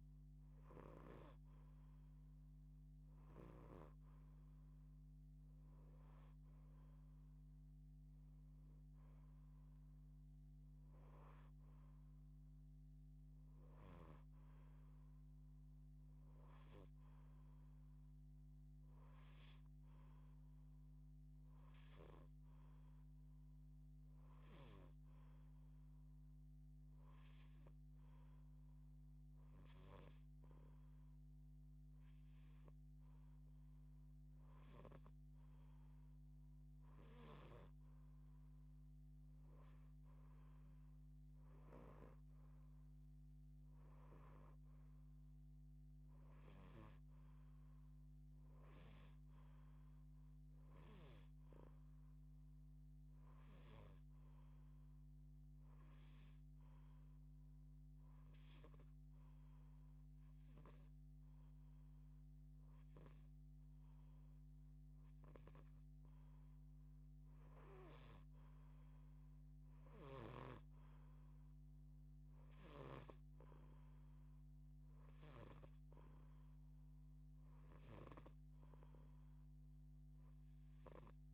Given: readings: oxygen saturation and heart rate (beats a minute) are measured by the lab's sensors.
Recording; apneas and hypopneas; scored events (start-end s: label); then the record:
breathing in sleep by a microphone on the trachea; 2
25.00-35.00 s: hypopnea (oxygen 91% before, 90% lowest)
36.50-41.50 s: snoring (device-marked)
38.00-42.00 s: arousal
54.50-65.00 s: hypopnea (oxygen 92% before, 90% lowest)
67.50-72.00 s: arousal
69.00-72.50 s: snoring (device-marked)
From the record:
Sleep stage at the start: N2 (light sleep); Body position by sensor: on the left side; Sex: female